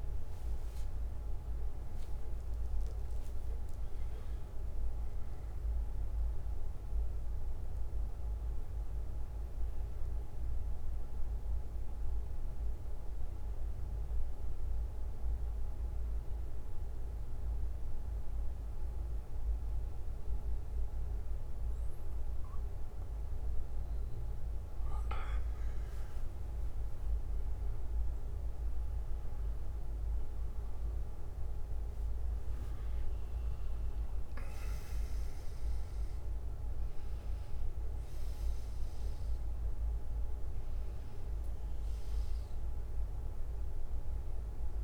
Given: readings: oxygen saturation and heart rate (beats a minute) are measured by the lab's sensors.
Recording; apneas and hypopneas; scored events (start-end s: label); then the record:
breathing in sleep, hard to hear, by a room microphone; 1
2.50-5.50 s: arousal
7.00-20.00 s: bradycardia (device-marked, heart rate 60 before, 50 extreme)
7.50-25.00 s: central apnea (oxygen 96% before, 91% lowest, heart rate 65 before, 50 extreme, up 14 after)
26.00-44.84 s: oxygen desaturation (device-marked, oxygen 99% before, 91% lowest, heart rate 59 before, 45 extreme)
27.50-32.00 s: arousal
43.00-44.84 s: bradycardia (device-marked, heart rate 60 before, 45 extreme)
From the record:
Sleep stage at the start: N2 (light sleep); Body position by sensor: on the back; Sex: male